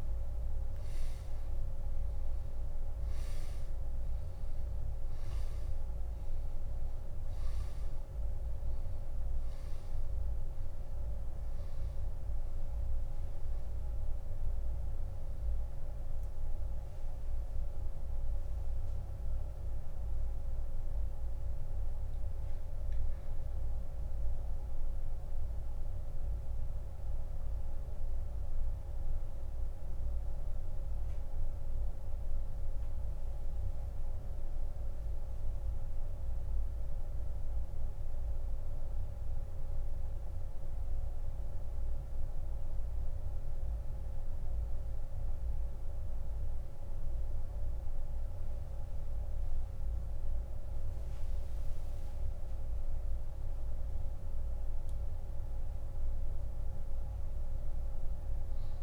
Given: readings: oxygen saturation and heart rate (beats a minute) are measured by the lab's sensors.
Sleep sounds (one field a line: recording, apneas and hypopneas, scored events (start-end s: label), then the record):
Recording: breathing in sleep, hard to hear, by a room microphone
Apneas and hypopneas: 1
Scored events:
3.00-54.00 s: oxygen desaturation (device-marked, oxygen 97% before, 86% lowest, heart rate 74 before, 57 extreme)
24.00-50.00 s: central apnea (oxygen 97% before, 86% lowest, heart rate 73 before, 64 extreme, up 33 after)
56.50-58.83 s: arousal
From the record:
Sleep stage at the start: N2 (light sleep)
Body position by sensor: on the back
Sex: male